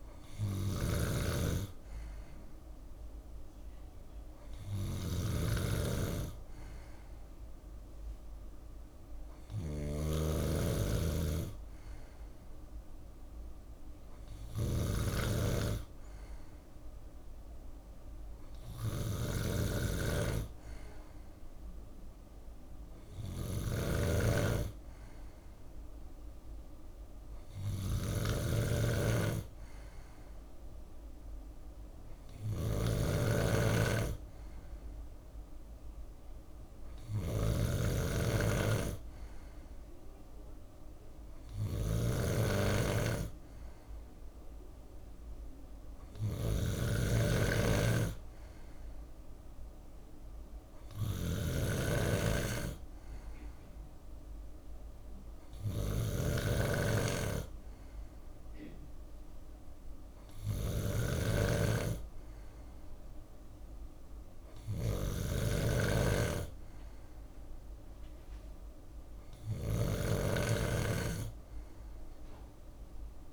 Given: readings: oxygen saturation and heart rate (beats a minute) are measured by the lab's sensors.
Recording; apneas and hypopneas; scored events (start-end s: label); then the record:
breathing in sleep by a room microphone; none
0.00-73.33 s: snoring (device-marked)
From the record:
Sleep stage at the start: N2 (light sleep); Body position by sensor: on the left side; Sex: male